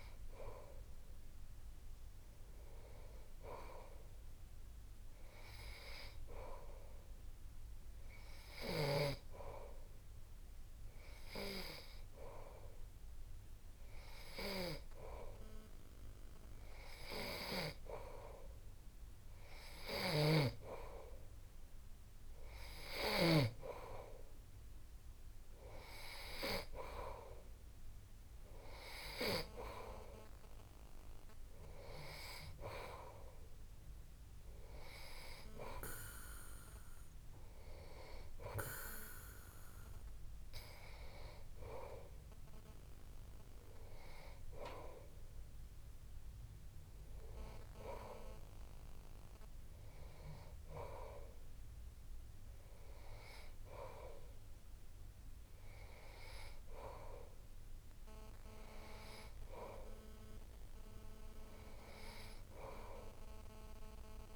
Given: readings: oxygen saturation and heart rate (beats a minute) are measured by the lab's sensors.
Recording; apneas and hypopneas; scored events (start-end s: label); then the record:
breathing in sleep by a room microphone; none
20.00-23.50 s: snoring (device-marked)
From the record:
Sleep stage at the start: N3 (deep sleep); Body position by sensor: on the back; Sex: male